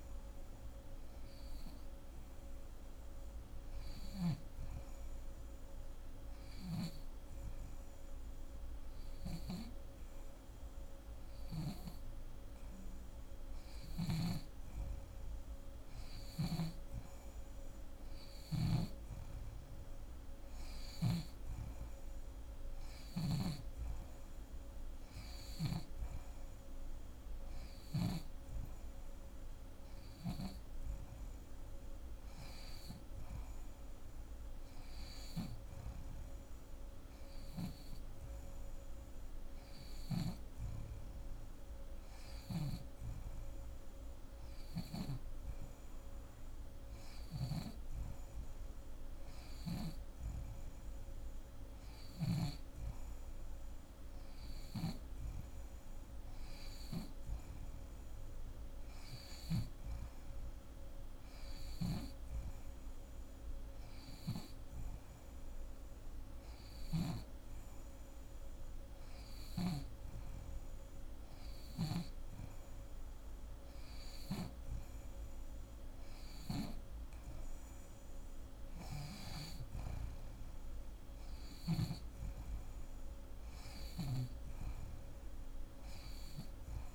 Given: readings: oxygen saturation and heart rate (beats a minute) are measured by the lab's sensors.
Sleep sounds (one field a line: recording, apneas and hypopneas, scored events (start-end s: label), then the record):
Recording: breathing in sleep by a room microphone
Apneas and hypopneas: none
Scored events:
0.00-4.00 s: snoring (device-marked)
16.00-20.50 s: snoring (device-marked)
25.00-30.00 s: snoring (device-marked)
39.50-44.50 s: snoring (device-marked)
54.00-59.00 s: snoring (device-marked)
61.00-69.50 s: snoring (device-marked)
83.50-86.95 s: snoring (device-marked)
From the record:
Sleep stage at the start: N2 (light sleep)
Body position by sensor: on the back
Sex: female